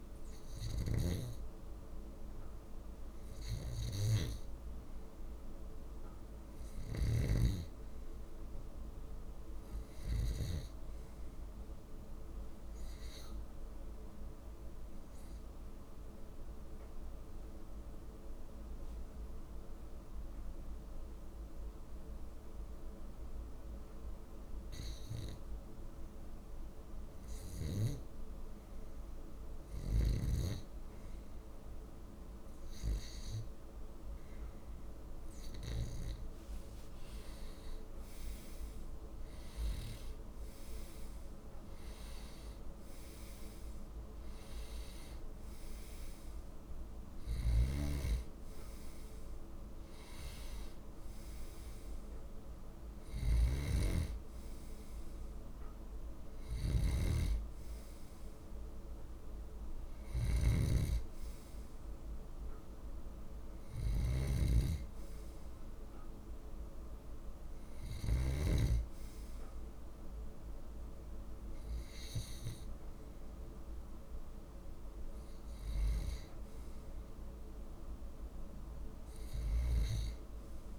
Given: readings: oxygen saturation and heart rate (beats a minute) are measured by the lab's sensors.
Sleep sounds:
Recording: breathing in sleep by a room microphone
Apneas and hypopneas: 1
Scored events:
0.00-7.00 s: snoring (device-marked)
14.00-27.00 s: obstructive apnea (oxygen 97% before, 92% lowest, heart rate 55 before, 56 extreme, up 2 after)
35.50-39.50 s: arousal
47.00-68.00 s: snoring (device-marked)
76.00-79.00 s: arousal
From the record:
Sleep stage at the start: REM sleep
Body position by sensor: on the left side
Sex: male

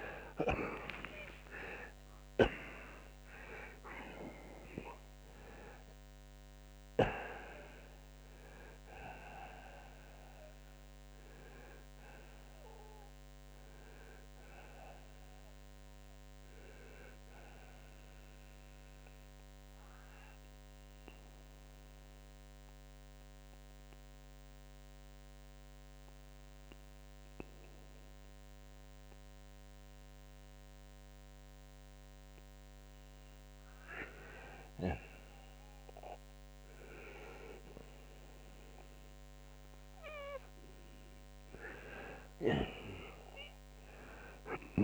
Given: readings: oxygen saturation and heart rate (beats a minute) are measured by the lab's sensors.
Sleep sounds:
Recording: breathing in sleep by a microphone on the trachea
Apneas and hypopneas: 1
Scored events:
19.50-33.00 s: obstructive apnea (oxygen 94% before, 84% lowest, heart rate 93 before, 70 extreme, up 9 after)
26.00-41.00 s: oxygen desaturation (device-marked, oxygen 92% before, 84% lowest, heart rate 78 before, 65 extreme)
43.00-44.84 s: arousal
From the record:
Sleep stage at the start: N2 (light sleep)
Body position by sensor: on the right side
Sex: male

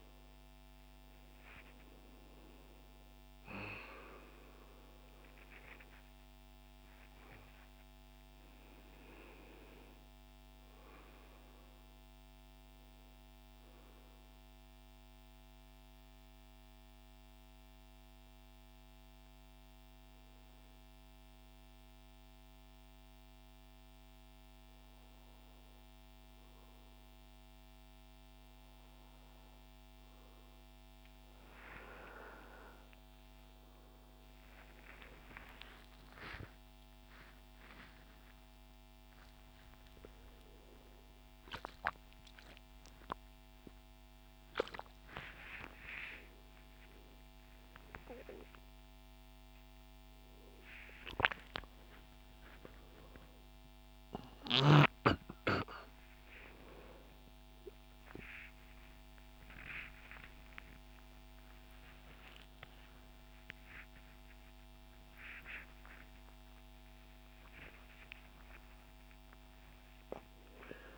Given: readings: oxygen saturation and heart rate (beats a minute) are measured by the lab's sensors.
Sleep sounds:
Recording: a person awake in a sleep study, by a microphone on the trachea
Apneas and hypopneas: 1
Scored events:
14.00-28.00 s: hypopnea (oxygen 99% before, 96% lowest, heart rate 157 before, 57 extreme, up 46 after)
19.00-70.98 s: new sleep stage, awake
From the record:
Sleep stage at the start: N1 (lightest sleep)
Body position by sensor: on the right side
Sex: male

